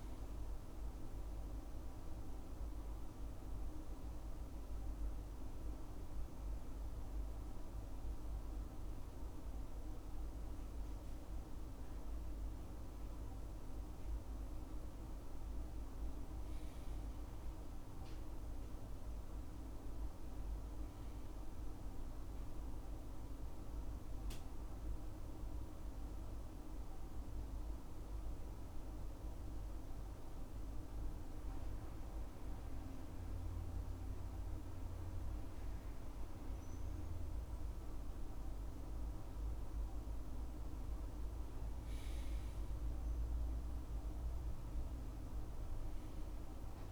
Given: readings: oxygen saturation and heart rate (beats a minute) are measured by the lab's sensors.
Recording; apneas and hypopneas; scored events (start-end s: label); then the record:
breathing in sleep, hard to hear, by a room microphone; 2
0.00-5.50 s: oxygen desaturation (device-marked, oxygen 94% lowest, heart rate 72 extreme)
3.50-13.50 s: central apnea (oxygen 98% before, 92% lowest, heart rate 87 before, 68 extreme, up 4 after)
17.50-21.50 s: arousal
24.50-36.50 s: oxygen desaturation (device-marked, oxygen 98% before, 92% lowest, heart rate 76 before, 68 extreme)
28.00-39.50 s: hypopnea (oxygen 98% before, 92% lowest, heart rate 75 before, 68 extreme, up 11 after)
42.50-46.00 s: arousal
From the record:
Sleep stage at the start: N2 (light sleep); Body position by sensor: on the right side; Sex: male